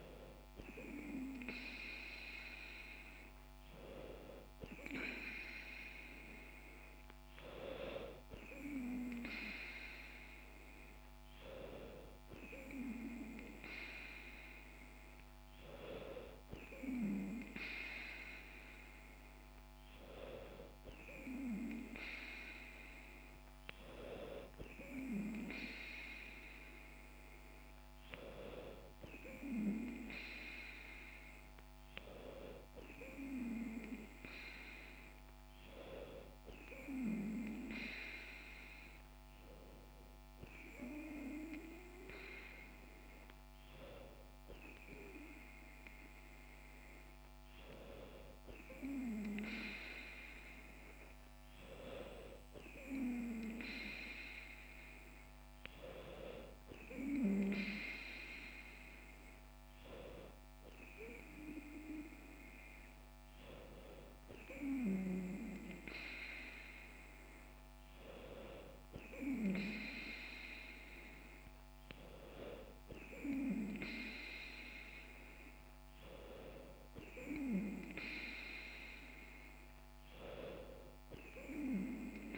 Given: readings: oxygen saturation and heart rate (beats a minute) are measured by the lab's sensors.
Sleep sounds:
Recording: breathing in sleep by a microphone on the trachea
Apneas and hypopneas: none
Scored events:
14.50-16.50 s: bradycardia (device-marked, heart rate 67 before, 68 extreme)
From the record:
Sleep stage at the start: N2 (light sleep)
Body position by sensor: on the back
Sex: female

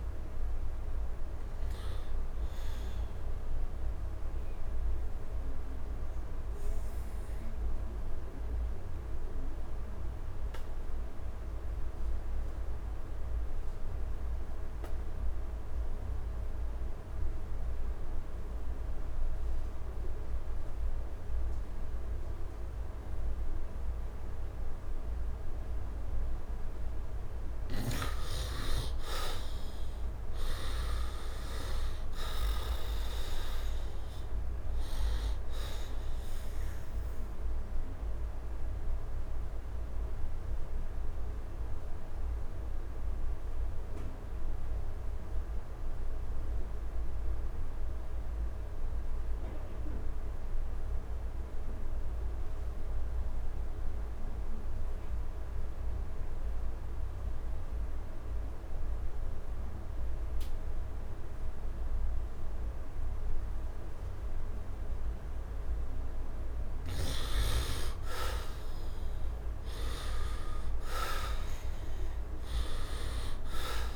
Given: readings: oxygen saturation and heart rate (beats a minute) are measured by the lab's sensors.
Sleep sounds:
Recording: breathing in sleep by a room microphone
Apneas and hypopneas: 2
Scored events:
0.00-7.50 s: oxygen desaturation (device-marked, oxygen 82% lowest, heart rate 72 extreme)
5.50-25.00 s: obstructive apnea (oxygen 97% before, 77% lowest, heart rate 79 before, 68 extreme, up 9 after)
24.50-59.50 s: oxygen desaturation (device-marked, oxygen 100% before, 77% lowest, heart rate 73 before, 68 extreme)
29.00-33.00 s: arousal
37.00-66.50 s: obstructive apnea (oxygen 100% before, 77% lowest, heart rate 76 before, 68 extreme, up 4 after)
64.50-73.96 s: oxygen desaturation (device-marked, oxygen 99% before, 80% lowest, heart rate 73 before, 68 extreme)
68.00-72.50 s: arousal
From the record:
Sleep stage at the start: N2 (light sleep)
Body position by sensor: on the right side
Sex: male

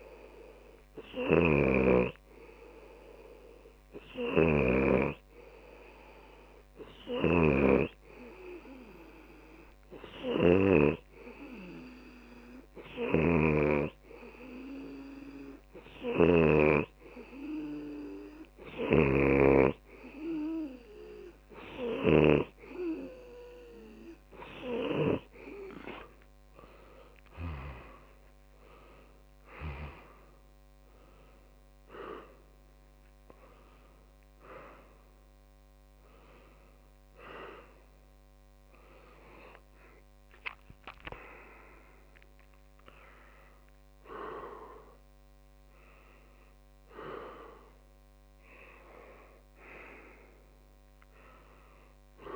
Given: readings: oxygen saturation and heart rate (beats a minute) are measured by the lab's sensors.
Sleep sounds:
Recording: breathing in sleep by a microphone on the trachea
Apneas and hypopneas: none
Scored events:
0.00-5.50 s: snoring (device-marked)
1.00-3.00 s: long interval between heartbeats (device-marked, heart rate 114 before, 94 extreme)
6.50-8.50 s: long interval between heartbeats (device-marked, heart rate 108 before, 65 extreme)
7.50-11.50 s: snoring (device-marked)
13.50-23.00 s: snoring (device-marked)
15.50-17.50 s: long interval between heartbeats (device-marked)
21.00-23.00 s: long interval between heartbeats (device-marked, heart rate 53 before, 34 extreme)
23.00-25.00 s: long interval between heartbeats (device-marked, heart rate 47 before, 47 extreme)
29.00-32.50 s: arousal
31.00-33.00 s: long interval between heartbeats (device-marked, heart rate 36 before, 39 extreme)
36.00-38.00 s: long interval between heartbeats (device-marked, heart rate 35 before, 30 extreme)
43.00-45.00 s: long interval between heartbeats (device-marked, heart rate 39 before, 33 extreme)
45.50-47.50 s: long interval between heartbeats (device-marked, heart rate 37 before, 47 extreme)
46.00-52.00 s: tachycardia (device-marked, heart rate 57 before, 138 extreme)
50.00-52.00 s: long interval between heartbeats (device-marked, heart rate 43 before, 127 extreme)
From the record:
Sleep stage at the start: N2 (light sleep)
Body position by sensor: on the left side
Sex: male

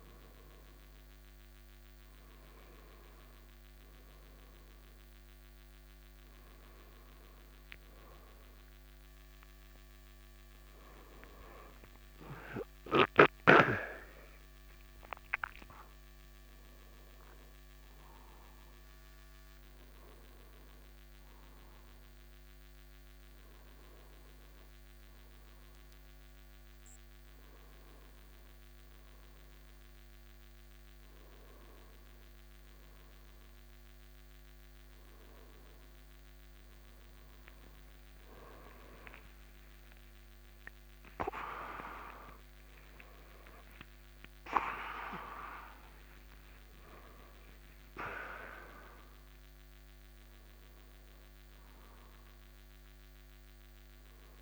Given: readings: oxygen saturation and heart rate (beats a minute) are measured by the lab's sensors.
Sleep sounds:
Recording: a person partly awake in a sleep study, by a microphone on the trachea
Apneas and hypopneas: none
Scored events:
8.00-14.00 s: arousal
29.00-54.42 s: new sleep stage, awake
From the record:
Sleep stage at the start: N2 (light sleep)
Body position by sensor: on the right side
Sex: male

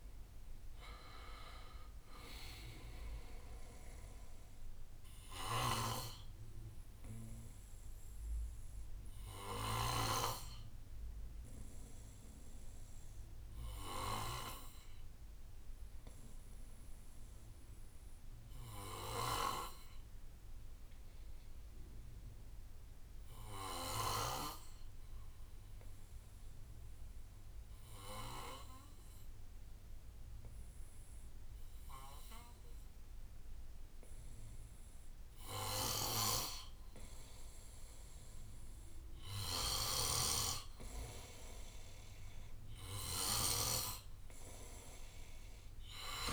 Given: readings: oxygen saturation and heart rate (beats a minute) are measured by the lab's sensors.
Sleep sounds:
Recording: breathing in sleep by a room microphone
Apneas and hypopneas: 1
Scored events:
0.00-7.50 s: drop in pulse transit time (device-marked, heart rate 59 extreme)
0.00-17.50 s: oxygen desaturation (device-marked, oxygen 88% lowest, heart rate 55 extreme)
3.50-20.50 s: bradycardia (device-marked, heart rate 64 before, 55 extreme)
6.50-38.50 s: obstructive apnea (oxygen 98% before, 88% lowest, heart rate 65 before, 55 extreme, up 8 after)
31.50-33.50 s: bradycardia (device-marked, heart rate 64 before, 60 extreme)
32.50-46.33 s: oxygen desaturation (device-marked, oxygen 99% before, 91% lowest, heart rate 59 before, 55 extreme)
From the record:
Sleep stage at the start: N2 (light sleep)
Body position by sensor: on the back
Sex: male

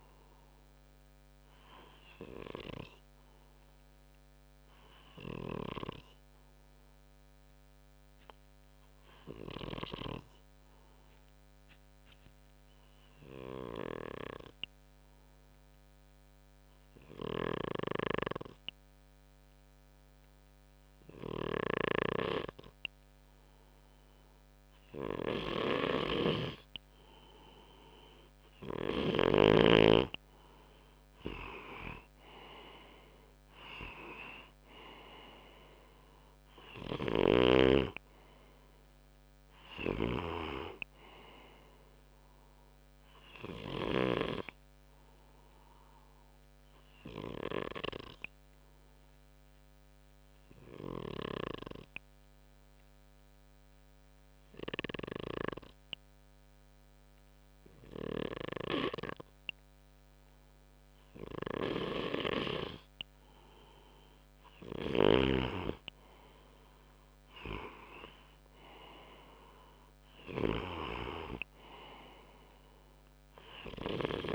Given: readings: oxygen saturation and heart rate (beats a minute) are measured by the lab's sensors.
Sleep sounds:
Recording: breathing in sleep by a microphone on the trachea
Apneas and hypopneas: 2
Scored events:
4.00-23.00 s: obstructive apnea (oxygen 97% before, 94% lowest, heart rate 68 before, 63 extreme, up 3 after)
20.50-26.00 s: snoring (device-marked)
23.00-38.00 s: oxygen desaturation (device-marked, oxygen 98% before, 94% lowest, heart rate 65 before, 65 extreme)
28.50-32.50 s: arousal
39.00-43.50 s: snoring (device-marked)
46.50-63.50 s: obstructive apnea (oxygen 97% before, 93% lowest, heart rate 68 before, 65 extreme, up 2 after)
66.00-69.50 s: arousal
From the record:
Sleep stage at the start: N2 (light sleep)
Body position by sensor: on the front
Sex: male

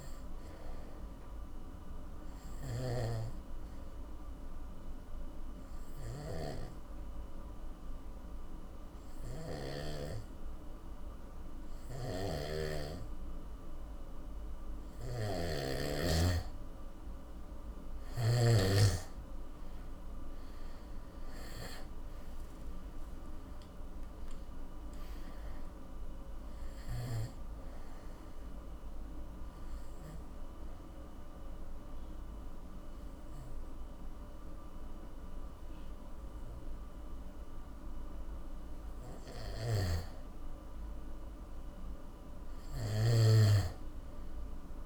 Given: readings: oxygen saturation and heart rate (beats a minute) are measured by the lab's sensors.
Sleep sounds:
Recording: breathing in sleep by a room microphone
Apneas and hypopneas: 2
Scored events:
0.00-18.50 s: snoring (device-marked)
2.00-17.00 s: obstructive apnea (oxygen 98% before, 85% lowest, heart rate 57 before, 47 extreme, up 19 after)
4.50-13.50 s: oxygen desaturation (device-marked, oxygen 98% before, 94% lowest, heart rate 56 before, 47 extreme)
20.00-24.00 s: arousal
21.50-44.50 s: oxygen desaturation (device-marked, oxygen 96% before, 87% lowest, heart rate 59 before, 47 extreme)
27.00-38.50 s: obstructive apnea (oxygen 98% before, 84% lowest, heart rate 64 before, 48 extreme, up 18 after)
39.50-43.00 s: snoring (device-marked)
41.00-44.86 s: arousal
From the record:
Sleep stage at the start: N2 (light sleep)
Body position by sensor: on the back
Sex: male

